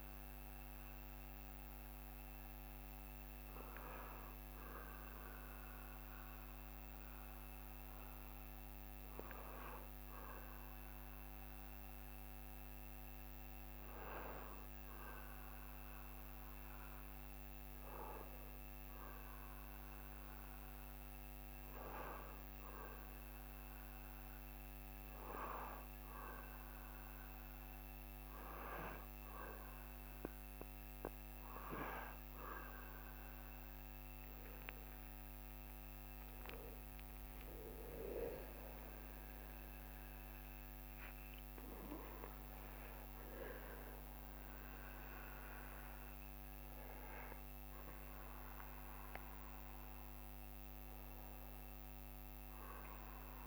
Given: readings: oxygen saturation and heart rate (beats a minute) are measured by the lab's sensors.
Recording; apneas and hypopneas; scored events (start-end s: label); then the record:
a person partly awake in a sleep study, by a microphone on the trachea; 1
11.50-25.50 s: obstructive apnea (oxygen 93% before, 91% lowest, heart rate 70 before, 68 extreme, up 2 after)
28.00-53.47 s: new sleep stage, awake
29.00-50.00 s: oxygen desaturation (device-marked, oxygen 95% before, 91% lowest, heart rate 69 before, 67 extreme)
38.50-40.50 s: long interval between heartbeats (device-marked, heart rate 70 before, 91 extreme)
46.00-48.00 s: long interval between heartbeats (device-marked, heart rate 78 before, 81 extreme)
From the record:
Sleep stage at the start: N1 (lightest sleep); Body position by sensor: on the back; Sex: male